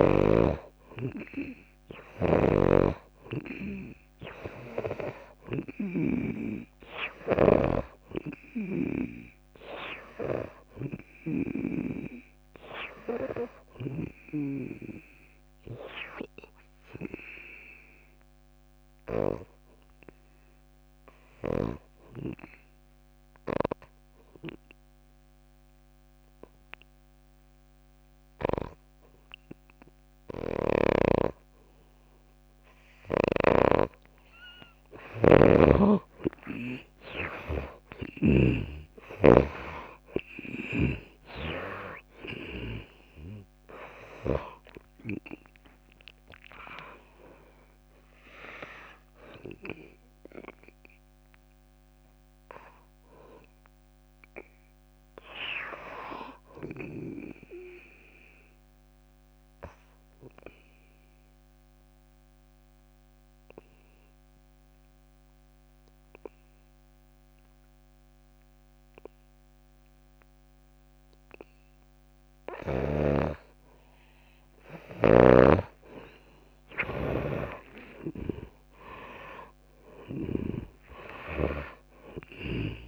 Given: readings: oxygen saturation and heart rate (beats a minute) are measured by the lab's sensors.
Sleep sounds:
breathing in sleep by a microphone on the trachea; 2
0.00-1.00 s: arousal
0.00-9.50 s: snoring (device-marked)
8.50-18.50 s: oxygen desaturation (device-marked, oxygen 95% before, 85% lowest)
17.00-19.00 s: long interval between heartbeats (device-marked)
19.00-31.00 s: obstructive apnea (oxygen 96% before, 83% lowest)
30.50-39.00 s: snoring (device-marked)
33.00-36.50 s: arousal
39.50-53.50 s: oxygen desaturation (device-marked, oxygen 94% before, 83% lowest)
57.50-72.00 s: obstructive apnea (oxygen 97% before, 84% lowest)
68.50-82.88 s: new sleep stage, awake
72.50-82.88 s: oxygen desaturation (device-marked, oxygen 97% before, 84% lowest)
75.50-81.00 s: snoring (device-marked)
From the record:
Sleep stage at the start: N2 (light sleep); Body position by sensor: on the back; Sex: female

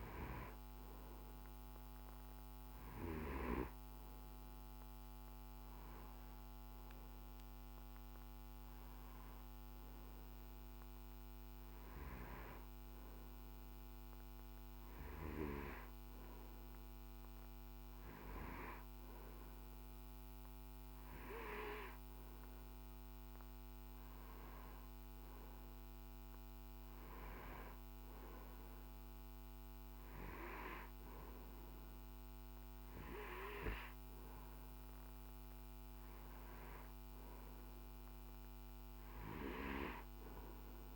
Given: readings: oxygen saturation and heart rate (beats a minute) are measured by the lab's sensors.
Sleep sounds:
breathing in sleep by a microphone on the trachea; none
none scored
From the record:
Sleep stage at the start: N2 (light sleep); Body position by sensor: on the right side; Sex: male

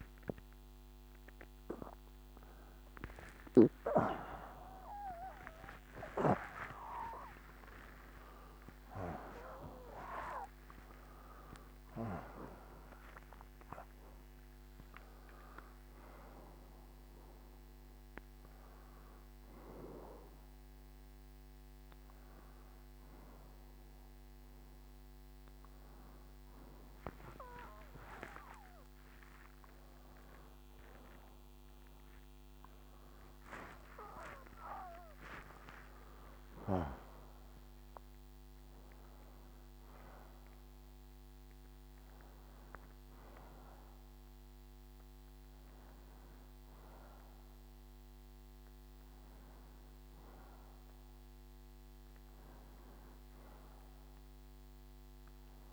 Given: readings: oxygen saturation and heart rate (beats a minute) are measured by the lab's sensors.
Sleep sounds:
a person awake in a sleep study, by a microphone on the trachea; none
none scored
From the record:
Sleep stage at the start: awake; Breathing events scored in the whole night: 141 in 3.2 hours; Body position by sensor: on the left side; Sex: male

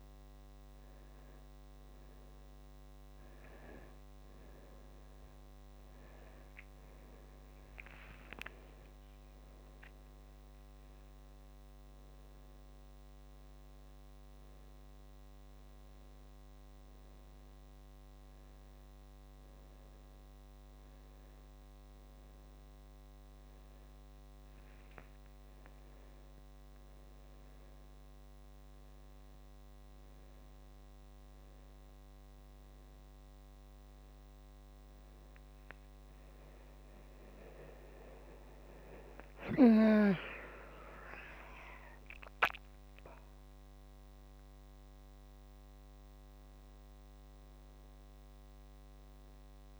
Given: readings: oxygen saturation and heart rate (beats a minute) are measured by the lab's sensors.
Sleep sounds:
a person awake in a sleep study, by a microphone on the trachea; none
none scored
From the record:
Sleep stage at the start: awake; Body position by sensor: on the back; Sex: male

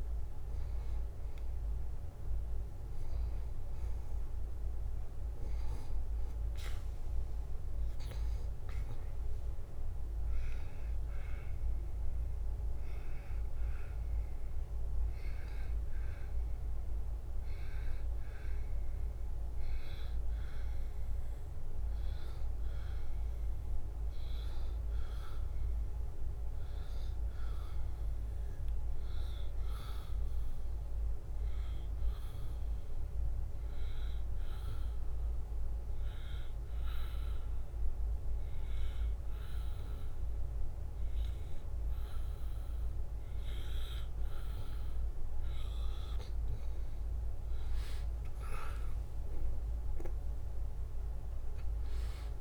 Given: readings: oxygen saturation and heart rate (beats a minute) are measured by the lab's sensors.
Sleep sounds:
breathing in sleep, hard to hear, by a room microphone; 1
27.00-44.50 s: obstructive apnea (oxygen 93% before, 89% lowest, heart rate 76 before, 74 extreme, up 1 after)
48.00-51.50 s: arousal
48.50-52.41 s: oxygen desaturation (device-marked, oxygen 93% before, 89% lowest, heart rate 75 before, 74 extreme)
From the record:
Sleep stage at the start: N2 (light sleep); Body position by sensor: on the back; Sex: male

